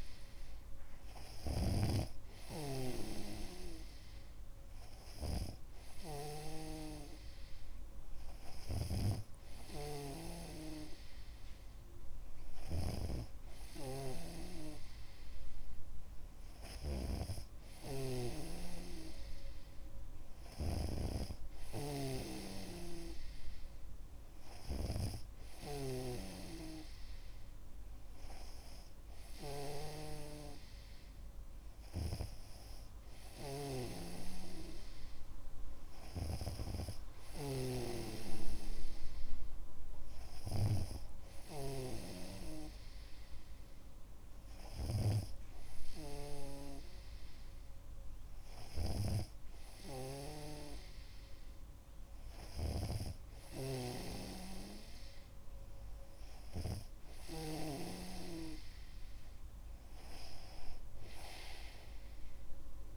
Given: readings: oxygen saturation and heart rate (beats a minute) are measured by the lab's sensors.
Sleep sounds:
breathing in sleep by a room microphone; none
0.00-7.00 s: snoring (device-marked)
9.00-58.00 s: snoring (device-marked)
From the record:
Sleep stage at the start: N2 (light sleep); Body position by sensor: on the back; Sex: male

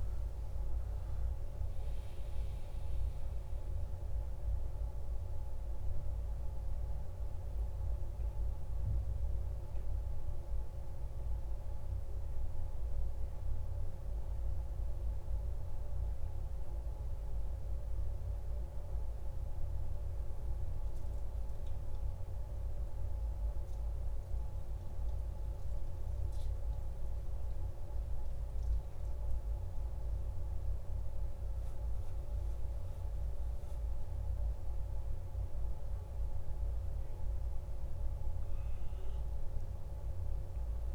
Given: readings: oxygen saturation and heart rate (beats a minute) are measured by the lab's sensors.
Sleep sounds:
a person awake in a sleep study, hard to hear, by a room microphone; none
0.00-16.00 s: oxygen desaturation (device-marked, oxygen 92% lowest, heart rate 53 extreme)
27.00-40.95 s: new sleep stage, N1 (lightest sleep)
From the record:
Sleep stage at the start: awake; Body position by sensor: on the back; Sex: male

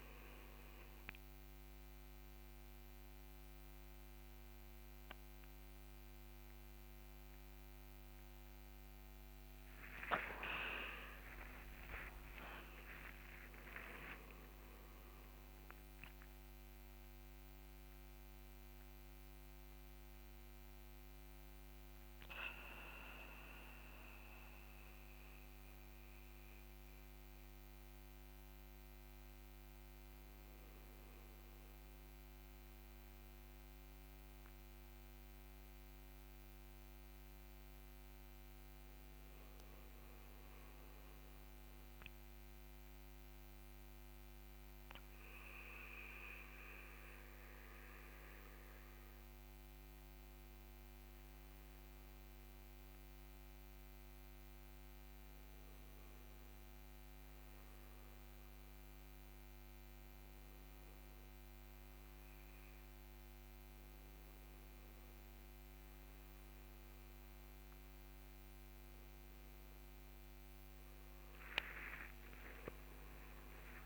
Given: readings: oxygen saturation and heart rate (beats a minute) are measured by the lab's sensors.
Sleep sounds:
breathing in sleep by a microphone on the trachea; none
11.50-15.00 s: arousal
From the record:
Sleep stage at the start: N1 (lightest sleep); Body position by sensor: on the back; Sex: male

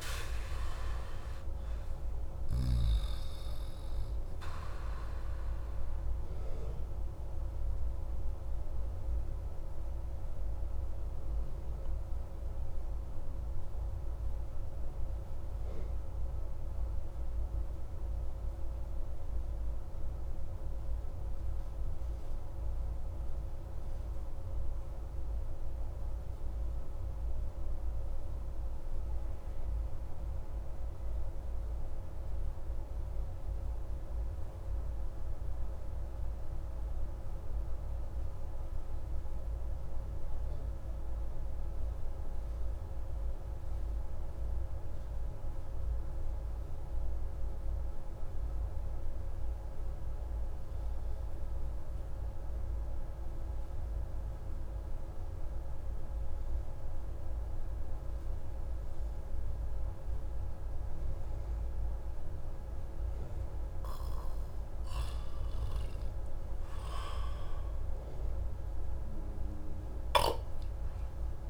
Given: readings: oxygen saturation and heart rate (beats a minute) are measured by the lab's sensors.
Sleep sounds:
breathing in sleep, hard to hear, by a room microphone; 1
0.00-26.00 s: oxygen desaturation (device-marked, oxygen 88% lowest)
5.00-62.50 s: obstructive apnea (oxygen 96% before, 88% lowest)
66.00-71.50 s: oxygen desaturation (device-marked, oxygen 96% before, 90% lowest)
69.50-71.50 s: arousal
From the record:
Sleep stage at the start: N2 (light sleep); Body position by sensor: on the back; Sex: male

